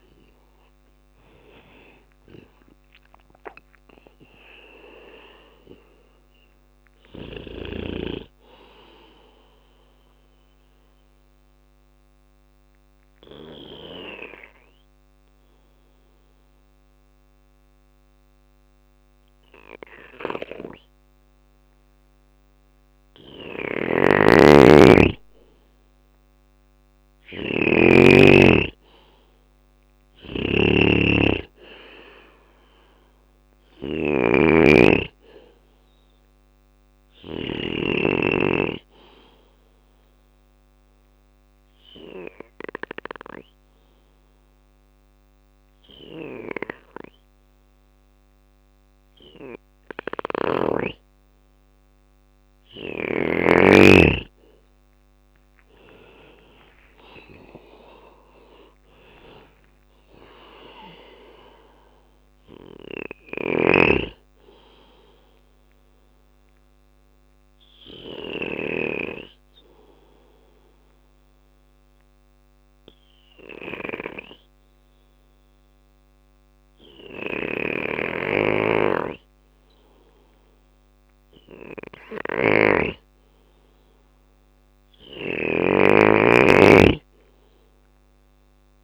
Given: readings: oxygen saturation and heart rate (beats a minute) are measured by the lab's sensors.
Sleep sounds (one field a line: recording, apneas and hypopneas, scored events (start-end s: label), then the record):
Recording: breathing in sleep by a microphone on the trachea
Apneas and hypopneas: 3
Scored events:
0.00-11.50 s: drop in pulse transit time (device-marked, heart rate 57 extreme)
3.00-5.00 s: long interval between heartbeats (device-marked, heart rate 63 before, 77 extreme)
4.50-7.50 s: bradycardia (device-marked, heart rate 63 before, 63 extreme)
7.00-23.00 s: obstructive apnea (oxygen 95% before, 92% lowest, heart rate 66 before, 57 extreme, up 2 after)
12.50-27.50 s: bradycardia (device-marked, heart rate 63 before, 58 extreme)
22.50-36.50 s: snoring (device-marked)
24.50-28.50 s: arousal
36.50-46.50 s: oxygen desaturation (device-marked, oxygen 99% before, 93% lowest, heart rate 59 before, 57 extreme)
38.50-45.50 s: bradycardia (device-marked, heart rate 63 before, 57 extreme)
39.50-51.50 s: obstructive apnea (oxygen 99% before, 93% lowest, heart rate 59 before, 55 extreme, up 13 after)
49.00-52.50 s: snoring (device-marked)
53.50-57.50 s: arousal
54.50-66.50 s: drop in pulse transit time (device-marked, heart rate 60 before, 59 extreme)
62.50-68.00 s: snoring (device-marked)
64.50-83.50 s: obstructive apnea (oxygen 97% before, 94% lowest, heart rate 64 before, 39 extreme, up 7 after)
65.50-88.83 s: bradycardia (device-marked, heart rate 63 before, 39 extreme)
76.50-88.83 s: snoring (device-marked)
86.00-88.83 s: arousal
87.50-88.83 s: drop in pulse transit time (device-marked, heart rate 56 before, 39 extreme)
From the record:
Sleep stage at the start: N2 (light sleep)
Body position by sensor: on the back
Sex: male